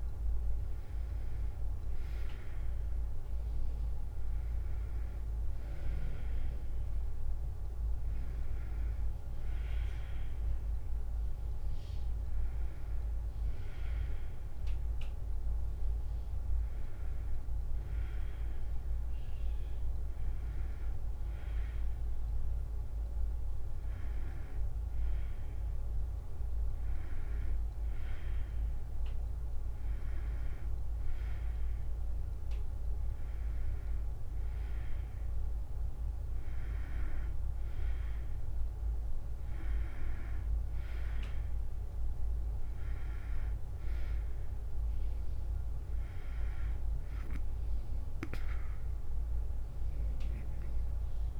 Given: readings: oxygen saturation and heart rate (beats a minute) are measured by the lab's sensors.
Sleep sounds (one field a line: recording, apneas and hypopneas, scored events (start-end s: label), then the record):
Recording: breathing in sleep, hard to hear, by a room microphone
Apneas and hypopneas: none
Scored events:
0.00-7.50 s: drop in pulse transit time (device-marked, heart rate 75 extreme)
50.00-51.40 s: arousal
From the record:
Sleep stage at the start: N2 (light sleep)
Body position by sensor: on the back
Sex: female